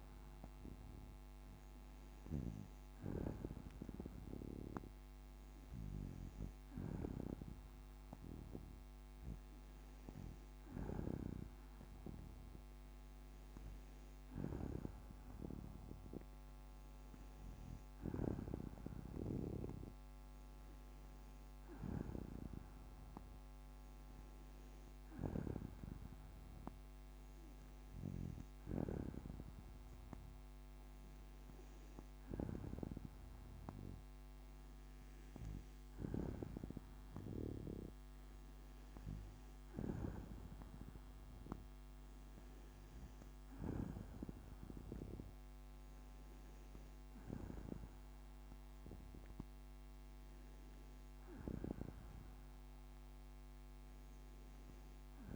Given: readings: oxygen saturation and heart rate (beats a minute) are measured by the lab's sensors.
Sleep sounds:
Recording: breathing in sleep by a microphone on the trachea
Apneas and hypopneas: none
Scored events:
none scored
From the record:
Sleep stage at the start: N2 (light sleep)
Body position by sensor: on the back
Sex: female

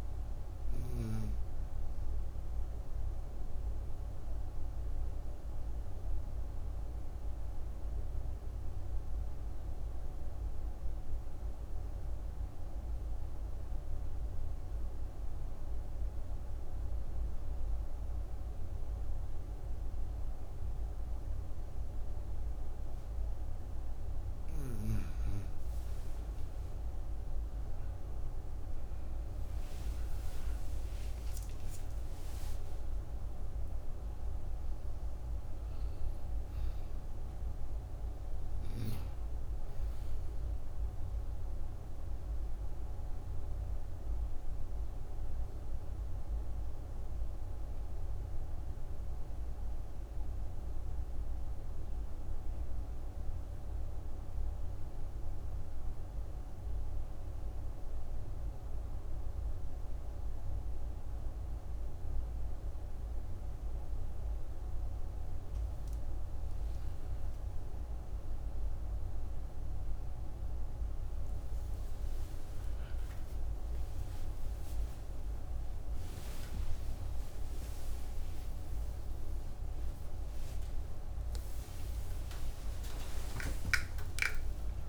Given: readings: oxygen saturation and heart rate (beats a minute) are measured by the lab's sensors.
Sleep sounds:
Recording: breathing in sleep, hard to hear, by a room microphone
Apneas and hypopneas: 2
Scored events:
0.00-21.00 s: oxygen desaturation (device-marked, oxygen 89% lowest, heart rate 54 extreme)
2.50-24.00 s: obstructive apnea (oxygen 98% before, 89% lowest, heart rate 73 before, 54 extreme)
27.00-30.50 s: arousal
42.00-64.50 s: obstructive apnea (oxygen 98% before, 93% lowest, heart rate 85 before, 57 extreme, up 11 after)
66.00-84.89 s: new sleep stage, awake
From the record:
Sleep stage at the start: N2 (light sleep)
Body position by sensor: on the right side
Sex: female

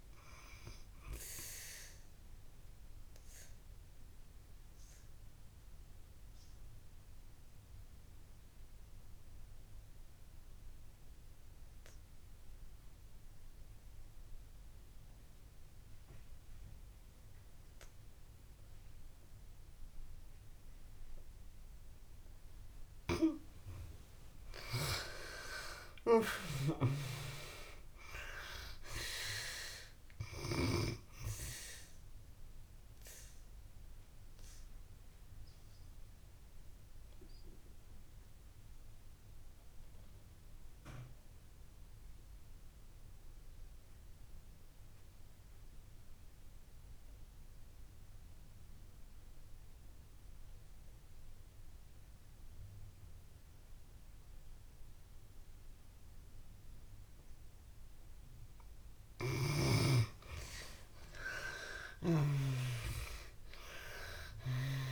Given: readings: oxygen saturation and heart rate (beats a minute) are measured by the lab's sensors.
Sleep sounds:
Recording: breathing in sleep by a room microphone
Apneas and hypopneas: 2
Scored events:
0.00-18.50 s: oxygen desaturation (device-marked, oxygen 79% lowest)
2.50-22.00 s: obstructive apnea (oxygen 98% before, 74% lowest)
20.50-53.50 s: oxygen desaturation (device-marked, oxygen 97% before, 75% lowest)
24.00-28.00 s: arousal
33.00-59.00 s: obstructive apnea (oxygen 97% before, 73% lowest)
55.50-64.92 s: oxygen desaturation (device-marked, oxygen 97% before, 73% lowest)
60.50-64.50 s: arousal
From the record:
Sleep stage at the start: N2 (light sleep)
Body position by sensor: on the back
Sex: female

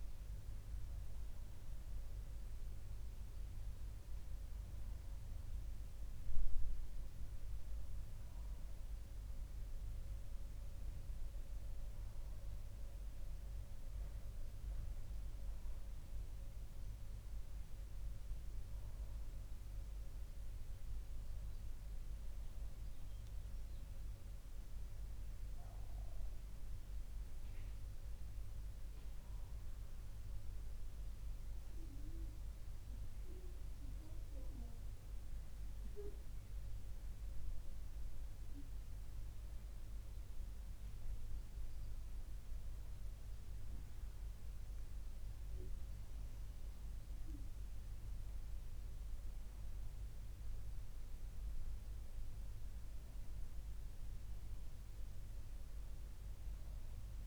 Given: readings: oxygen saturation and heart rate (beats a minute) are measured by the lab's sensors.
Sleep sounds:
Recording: breathing in sleep, hard to hear, by a room microphone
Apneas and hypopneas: none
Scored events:
none scored
From the record:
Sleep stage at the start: N2 (light sleep)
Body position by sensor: on the left side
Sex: male

